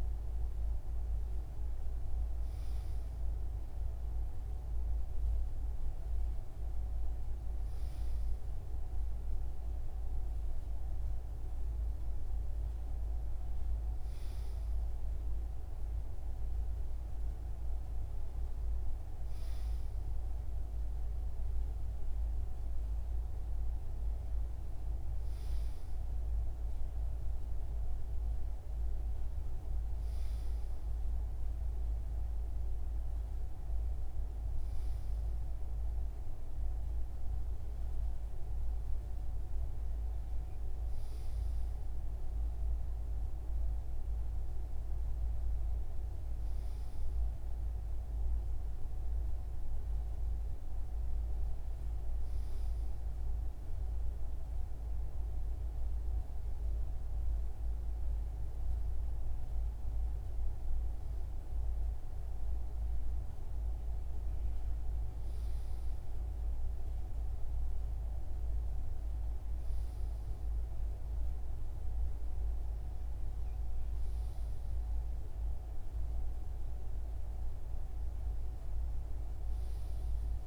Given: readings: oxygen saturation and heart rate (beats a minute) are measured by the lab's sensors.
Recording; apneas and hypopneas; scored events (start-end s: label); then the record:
breathing in sleep, hard to hear, by a room microphone; none
50.00-80.47 s: new sleep stage, REM sleep
From the record:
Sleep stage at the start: N2 (light sleep); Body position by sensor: on the right side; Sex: male